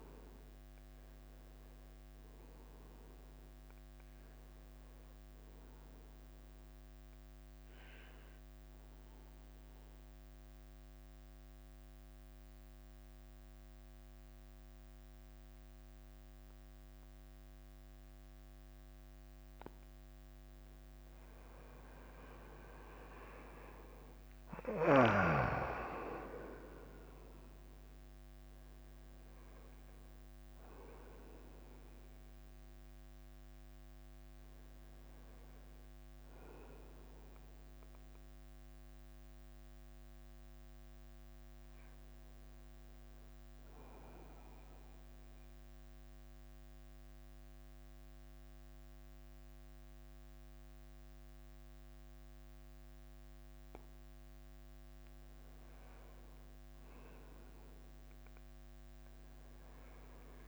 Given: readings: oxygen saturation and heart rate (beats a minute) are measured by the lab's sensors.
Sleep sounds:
breathing in sleep by a microphone on the trachea; 2
0.00-2.50 s: arousal
3.00-7.00 s: oxygen desaturation (device-marked, oxygen 96% before, 93% lowest, heart rate 91 before, 84 extreme)
9.50-23.50 s: mixed apnea (oxygen 96% before, 92% lowest, heart rate 91 before, 84 extreme, up 1 after)
24.00-38.00 s: drop in pulse transit time (device-marked, heart rate 92 before, 84 extreme)
27.00-32.00 s: arousal
45.50-56.00 s: central apnea (oxygen 95% before, 92% lowest, heart rate 88 before, 86 extreme, up 1 after)
59.00-60.48 s: arousal
From the record:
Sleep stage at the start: N2 (light sleep); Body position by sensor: on the front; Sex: male

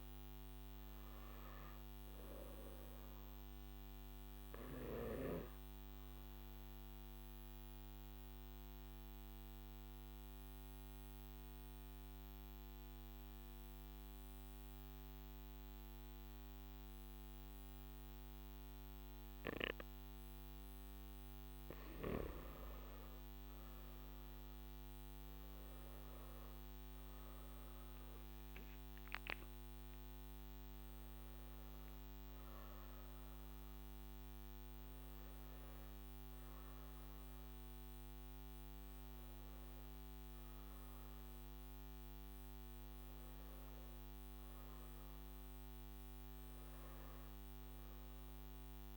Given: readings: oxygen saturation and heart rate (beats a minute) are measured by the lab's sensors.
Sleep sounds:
breathing in sleep, hard to hear, by a microphone on the trachea; 1
5.50-20.50 s: obstructive apnea (oxygen 97% before, 92% lowest, heart rate 54 before, 51 extreme, up 10 after)
24.50-48.97 s: oxygen desaturation (device-marked, oxygen 97% before, 92% lowest, heart rate 53 before, 50 extreme)
From the record:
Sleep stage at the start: N3 (deep sleep); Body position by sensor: on the back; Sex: male

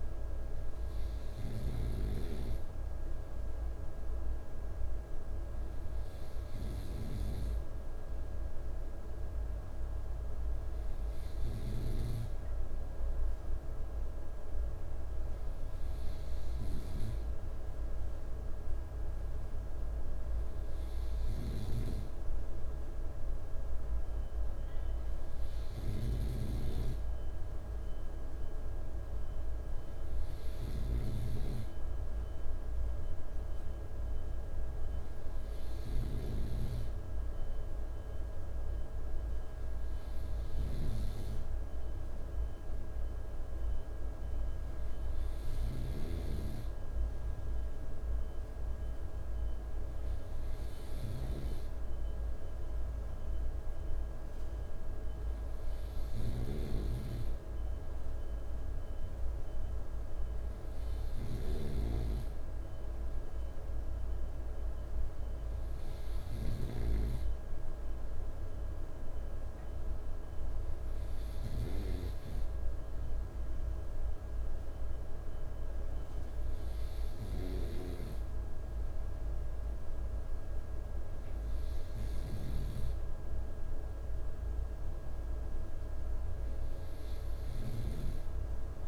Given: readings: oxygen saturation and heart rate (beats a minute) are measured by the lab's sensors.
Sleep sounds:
breathing in sleep by a room microphone; none
none scored
From the record:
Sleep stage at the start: N2 (light sleep); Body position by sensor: on the right side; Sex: male

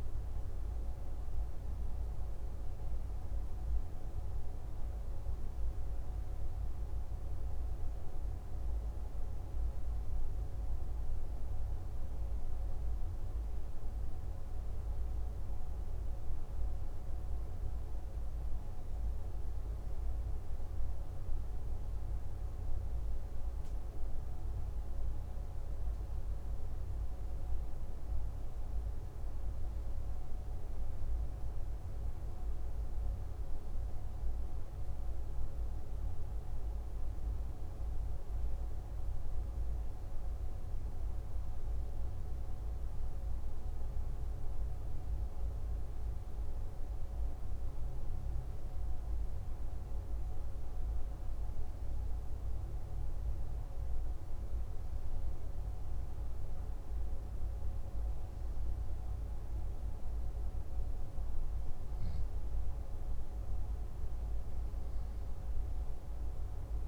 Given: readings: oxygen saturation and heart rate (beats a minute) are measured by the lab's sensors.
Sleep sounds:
breathing in sleep, hard to hear, by a room microphone; none
none scored
From the record:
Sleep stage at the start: N2 (light sleep); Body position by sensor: on the left side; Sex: male

